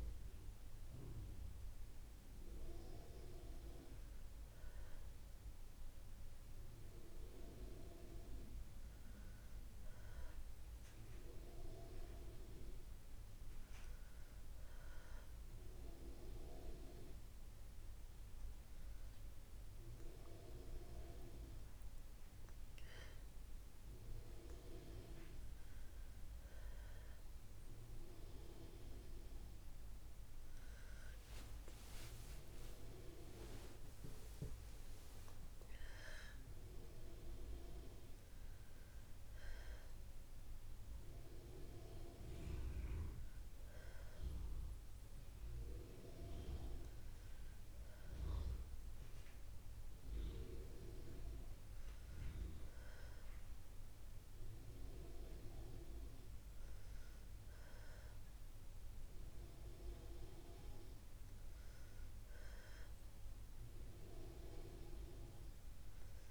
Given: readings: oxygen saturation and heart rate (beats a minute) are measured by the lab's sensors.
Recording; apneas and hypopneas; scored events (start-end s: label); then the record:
breathing in sleep by a room microphone; none
0.00-4.50 s: oxygen desaturation (device-marked, oxygen 90% lowest, heart rate 58 extreme)
30.00-34.00 s: arousal
From the record:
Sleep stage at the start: REM sleep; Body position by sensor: on the back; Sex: female